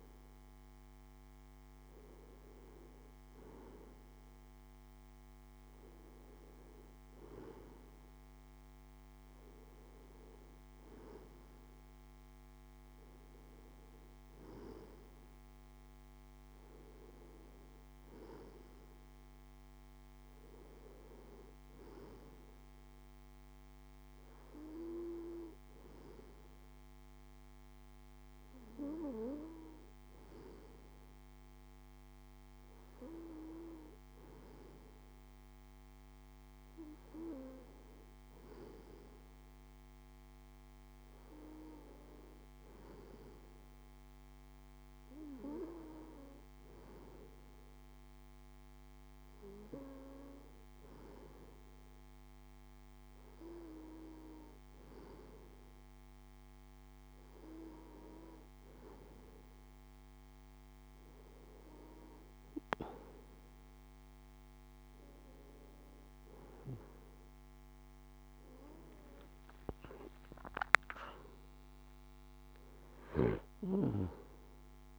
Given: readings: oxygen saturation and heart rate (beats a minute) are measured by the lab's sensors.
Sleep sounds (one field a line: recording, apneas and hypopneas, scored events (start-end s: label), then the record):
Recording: breathing in sleep by a microphone on the trachea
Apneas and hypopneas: none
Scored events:
21.50-51.50 s: new sleep stage, N2 (light sleep)
51.50-74.99 s: new sleep stage, N1 (lightest sleep)
70.50-74.00 s: arousal
From the record:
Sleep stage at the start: N1 (lightest sleep)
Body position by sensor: on the left side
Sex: male